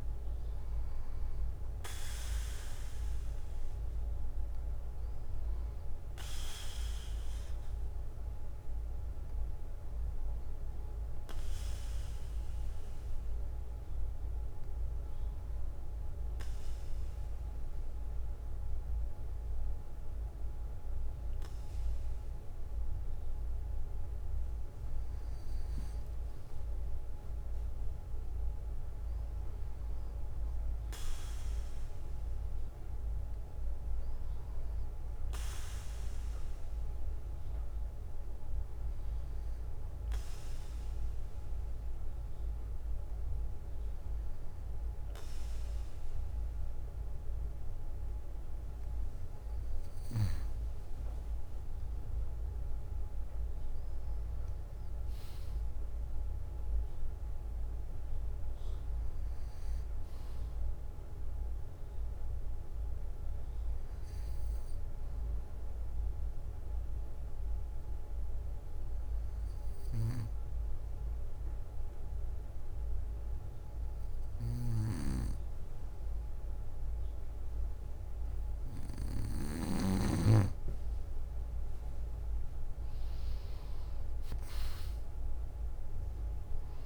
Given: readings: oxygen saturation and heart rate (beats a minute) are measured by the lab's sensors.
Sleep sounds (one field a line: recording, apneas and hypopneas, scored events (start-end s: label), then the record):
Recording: breathing in sleep by a room microphone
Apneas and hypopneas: 3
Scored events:
1.00-12.00 s: bradycardia (device-marked, heart rate 59 before, 57 extreme)
13.00-23.00 s: hypopnea (oxygen 98% before, 96% lowest, heart rate 59 before, 55 extreme, up 12 after)
14.00-16.00 s: bradycardia (device-marked, heart rate 59 before, 57 extreme)
23.00-25.00 s: bradycardia (device-marked, heart rate 59 before, 60 extreme)
27.00-31.00 s: arousal
31.00-33.00 s: bradycardia (device-marked, heart rate 59 before, 63 extreme)
36.00-46.00 s: bradycardia (device-marked, heart rate 59 before, 56 extreme)
39.50-49.50 s: hypopnea (oxygen 98% before, 94% lowest, heart rate 61 before, 55 extreme, up 7 after)
48.00-50.00 s: bradycardia (device-marked, heart rate 59 before, 57 extreme)
52.00-56.00 s: arousal
56.00-59.00 s: bradycardia (device-marked, heart rate 59 before, 58 extreme)
60.00-69.00 s: bradycardia (device-marked, heart rate 59 before, 55 extreme)
68.00-79.50 s: hypopnea (oxygen 97% before, 94% lowest, heart rate 60 before, 56 extreme, up 11 after)
70.00-72.00 s: bradycardia (device-marked, heart rate 59 before, 56 extreme)
75.00-77.00 s: bradycardia (device-marked, heart rate 59 before, 60 extreme)
83.00-86.86 s: arousal
From the record:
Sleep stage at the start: N2 (light sleep)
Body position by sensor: on the back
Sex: male